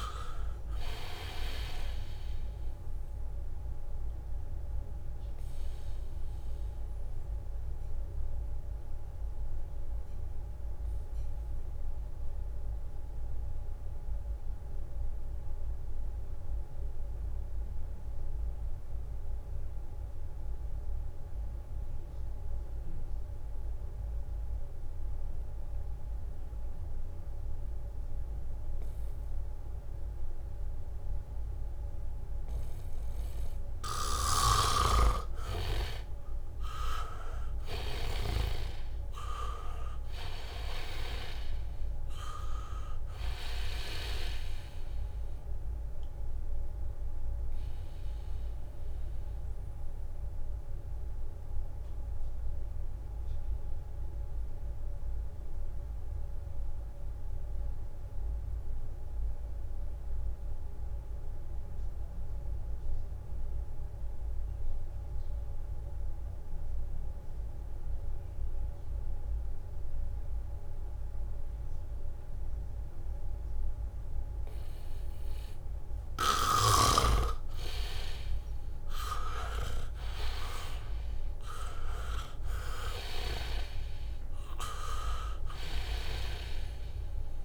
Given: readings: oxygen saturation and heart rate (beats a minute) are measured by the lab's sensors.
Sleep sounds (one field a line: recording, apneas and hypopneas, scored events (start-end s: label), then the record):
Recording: breathing in sleep by a room microphone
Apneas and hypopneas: 2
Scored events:
0.00-5.50 s: leg movement (device-marked)
0.00-20.50 s: oxygen desaturation (device-marked, oxygen 79% lowest, heart rate 64 extreme)
4.50-34.00 s: mixed apnea (oxygen 99% before, 79% lowest, heart rate 69 before, 64 extreme, up 3 after)
25.00-27.50 s: leg movement (device-marked)
29.50-61.50 s: oxygen desaturation (device-marked, oxygen 99% before, 79% lowest, heart rate 73 before, 64 extreme)
30.50-32.00 s: leg movement (device-marked)
34.00-38.50 s: snoring (device-marked)
34.50-44.00 s: leg movement (device-marked)
36.00-40.00 s: arousal
48.00-75.50 s: mixed apnea (oxygen 99% before, 79% lowest, heart rate 68 before, 64 extreme, up 4 after)
70.00-73.50 s: leg movement (device-marked)
73.50-87.45 s: oxygen desaturation (device-marked, oxygen 99% before, 80% lowest, heart rate 69 before, 63 extreme)
79.50-83.50 s: arousal
From the record:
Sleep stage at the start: N2 (light sleep)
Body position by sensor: on the back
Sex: male